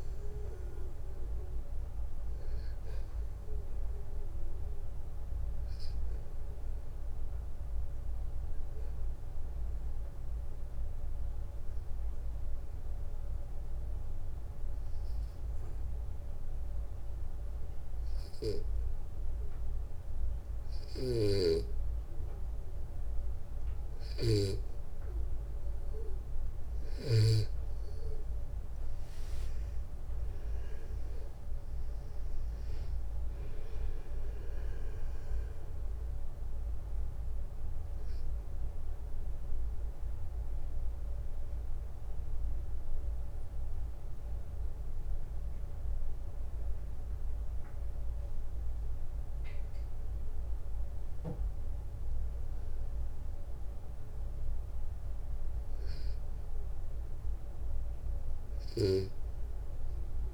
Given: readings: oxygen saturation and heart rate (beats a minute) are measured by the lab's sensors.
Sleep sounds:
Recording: breathing in sleep by a room microphone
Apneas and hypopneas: 2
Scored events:
6.00-21.50 s: obstructive apnea (oxygen 97% before, 93% lowest, heart rate 64 before, 56 extreme, up 12 after)
20.50-26.50 s: snoring (device-marked)
28.50-32.50 s: arousal
37.50-51.00 s: obstructive apnea (oxygen 97% before, 93% lowest, heart rate 66 before, 55 extreme, up 7 after)
54.00-57.50 s: arousal
From the record:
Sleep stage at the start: N2 (light sleep)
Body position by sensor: on the back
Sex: male

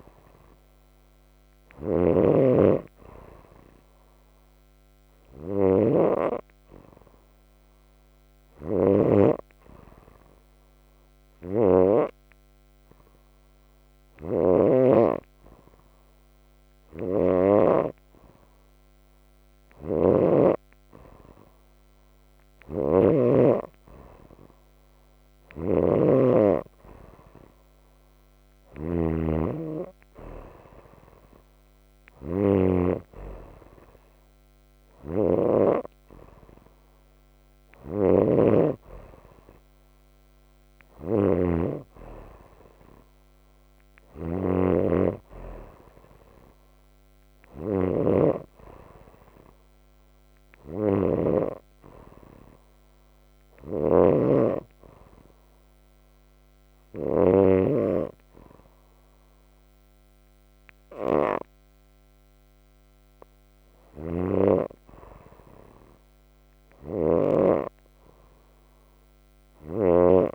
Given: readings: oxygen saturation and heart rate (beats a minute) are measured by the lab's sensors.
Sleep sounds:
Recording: breathing in sleep by a microphone on the trachea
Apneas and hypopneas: 1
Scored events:
0.00-7.00 s: oxygen desaturation (device-marked, oxygen 94% lowest)
0.00-9.00 s: snoring (device-marked)
6.00-9.00 s: arousal
11.00-14.50 s: snoring (device-marked)
11.00-22.00 s: hypopnea (oxygen 97% before, 94% lowest)
16.50-23.00 s: snoring (device-marked)
24.00-27.50 s: arousal
25.00-32.50 s: snoring (device-marked)
34.50-57.00 s: snoring (device-marked)
63.50-70.00 s: snoring (device-marked)
From the record:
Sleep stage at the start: N2 (light sleep)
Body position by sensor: on the right side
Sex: female

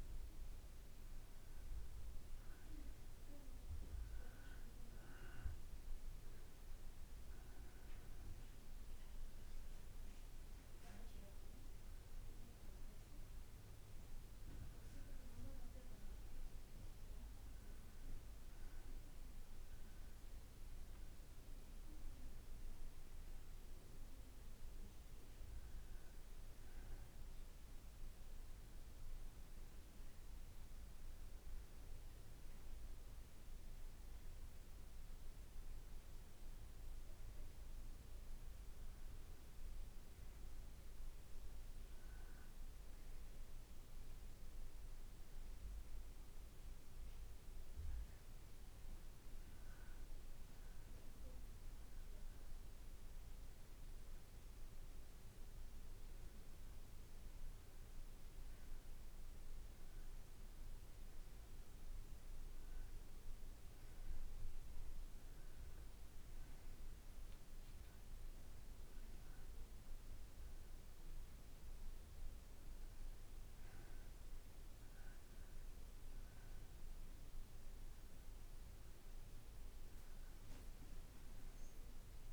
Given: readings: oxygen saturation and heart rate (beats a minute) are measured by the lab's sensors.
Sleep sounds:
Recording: breathing in sleep, hard to hear, by a room microphone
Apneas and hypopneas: none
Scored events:
60.50-62.50 s: long interval between heartbeats (device-marked, heart rate 57 before, 65 extreme)
From the record:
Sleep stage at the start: N2 (light sleep)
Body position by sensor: on the back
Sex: male

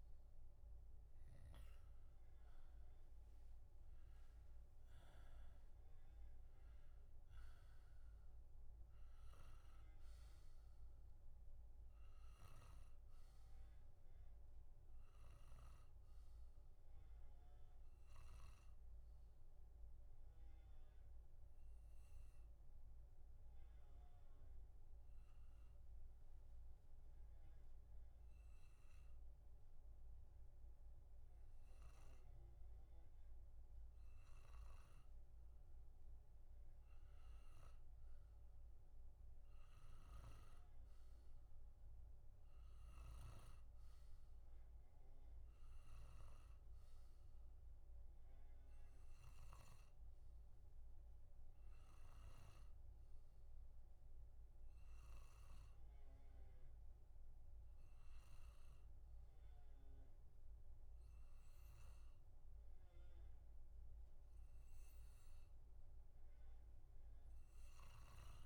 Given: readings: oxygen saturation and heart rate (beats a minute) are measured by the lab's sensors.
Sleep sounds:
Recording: breathing in sleep, hard to hear, by a room microphone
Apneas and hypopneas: none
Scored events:
11.50-27.50 s: oxygen desaturation (device-marked, oxygen 95% before, 92% lowest, heart rate 85 before, 63 extreme)
13.50-68.45 s: new sleep stage, N2 (light sleep)
40.00-43.50 s: snoring (device-marked)
47.50-56.50 s: oxygen desaturation (device-marked, oxygen 95% before, 92% lowest, heart rate 66 before, 61 extreme)
From the record:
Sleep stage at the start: N1 (lightest sleep)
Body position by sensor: on the back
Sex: male

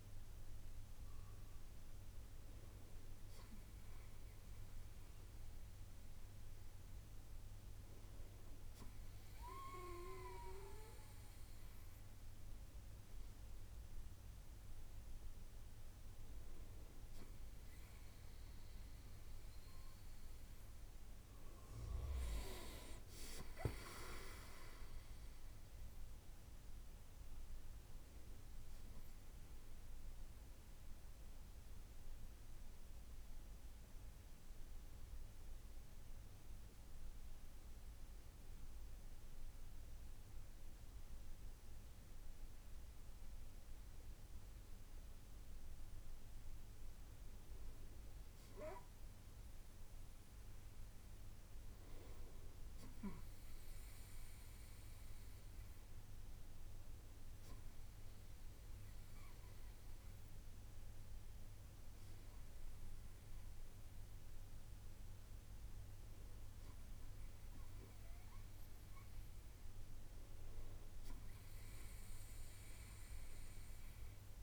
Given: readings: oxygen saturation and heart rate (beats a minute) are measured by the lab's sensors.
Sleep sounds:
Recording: breathing in sleep by a room microphone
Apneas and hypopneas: 1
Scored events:
31.50-46.50 s: hypopnea (oxygen 97% before, 95% lowest, heart rate 67 before, 62 extreme, up 4 after)
49.00-52.50 s: arousal
From the record:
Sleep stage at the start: N2 (light sleep)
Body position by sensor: on the right side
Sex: male

